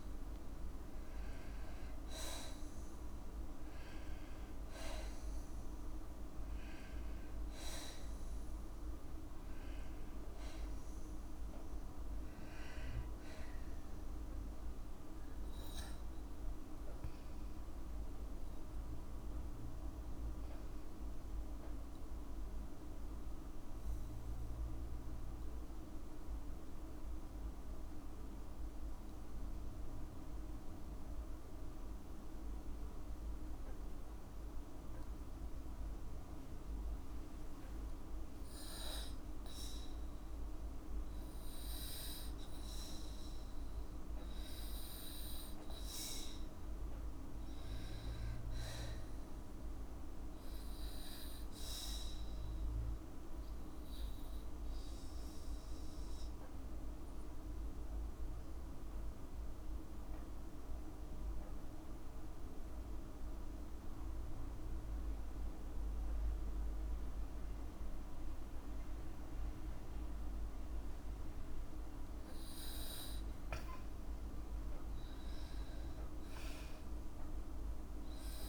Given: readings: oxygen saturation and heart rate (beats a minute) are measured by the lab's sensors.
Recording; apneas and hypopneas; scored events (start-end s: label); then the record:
breathing in sleep, hard to hear, by a room microphone; 2
0.00-3.50 s: arousal
1.00-3.00 s: long interval between heartbeats (device-marked, heart rate 59 before, 85 extreme)
6.50-8.50 s: long interval between heartbeats (device-marked, heart rate 66 before, 76 extreme)
9.50-11.50 s: long interval between heartbeats (device-marked, heart rate 69 before, 78 extreme)
20.50-37.00 s: obstructive apnea (oxygen 98% before, 93% lowest, heart rate 73 before, 55 extreme, up 4 after)
27.00-39.00 s: oxygen desaturation (device-marked, oxygen 97% before, 93% lowest, heart rate 64 before, 55 extreme)
40.00-42.50 s: arousal
54.50-72.00 s: obstructive apnea (oxygen 98% before, 94% lowest, heart rate 57 before, 56 extreme, up 13 after)
67.00-78.49 s: oxygen desaturation (device-marked, oxygen 97% before, 94% lowest, heart rate 57 before, 56 extreme)
73.00-76.00 s: arousal
From the record:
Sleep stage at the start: N2 (light sleep); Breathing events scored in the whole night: 247 in 4.4 hours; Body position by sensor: on the back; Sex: female